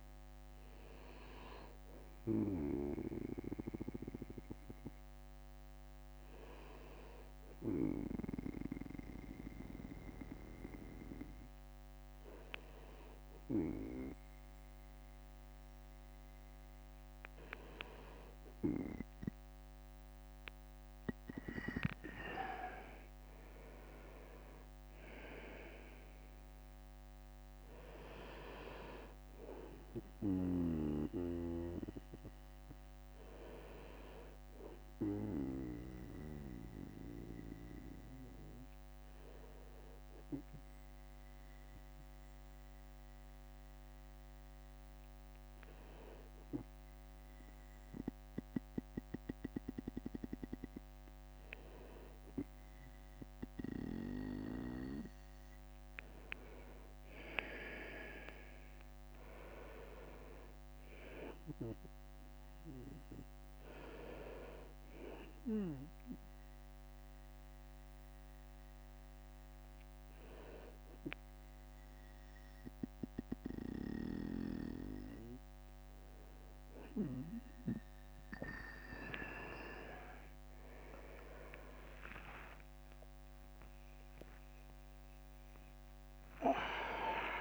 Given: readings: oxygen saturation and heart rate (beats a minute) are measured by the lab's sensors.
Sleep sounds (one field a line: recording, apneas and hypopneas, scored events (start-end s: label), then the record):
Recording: breathing in sleep by a microphone on the trachea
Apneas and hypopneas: 3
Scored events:
0.00-2.50 s: bradycardia (device-marked, heart rate 59 extreme)
1.00-17.00 s: hypopnea (oxygen 98% before, 95% lowest, heart rate 62 before, 59 extreme, up 3 after)
9.50-12.50 s: bradycardia (device-marked, heart rate 65 before, 60 extreme)
10.50-23.50 s: drop in pulse transit time (device-marked, heart rate 61 before, 59 extreme)
21.00-24.50 s: arousal
38.50-50.50 s: bradycardia (device-marked, heart rate 65 before, 57 extreme)
39.00-51.50 s: hypopnea (oxygen 97% before, 95% lowest, heart rate 61 before, 57 extreme, up 7 after)
55.00-58.50 s: arousal
64.00-76.50 s: hypopnea (oxygen 97% before, 95% lowest, heart rate 61 before, 59 extreme, up 8 after)
69.50-72.50 s: bradycardia (device-marked, heart rate 65 before, 60 extreme)
80.50-85.50 s: arousal
81.00-82.50 s: leg movement (device-marked)
83.00-87.41 s: leg movement (device-marked)
85.50-87.41 s: drop in pulse transit time (device-marked, heart rate 62 before, 68 extreme)
From the record:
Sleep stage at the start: N2 (light sleep)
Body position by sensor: on the right side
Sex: male